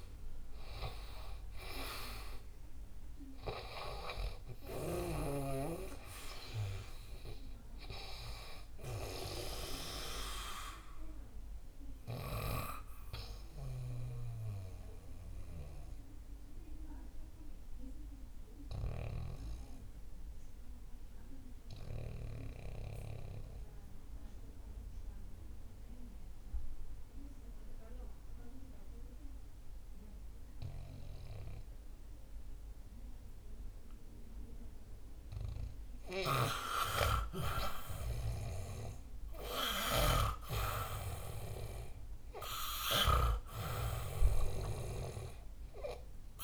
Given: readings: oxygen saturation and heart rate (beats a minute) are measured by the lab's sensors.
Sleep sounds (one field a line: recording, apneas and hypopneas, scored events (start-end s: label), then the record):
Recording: breathing in sleep by a room microphone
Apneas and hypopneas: 1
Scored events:
14.00-33.50 s: obstructive apnea (oxygen 96% before, 89% lowest, heart rate 71 before, 64 extreme, up 5 after)
36.00-43.50 s: snoring (device-marked)
37.50-40.50 s: arousal
42.00-46.43 s: oxygen desaturation (device-marked, oxygen 98% before, 89% lowest, heart rate 66 before, 64 extreme)
From the record:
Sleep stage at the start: N2 (light sleep)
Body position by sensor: on the back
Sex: male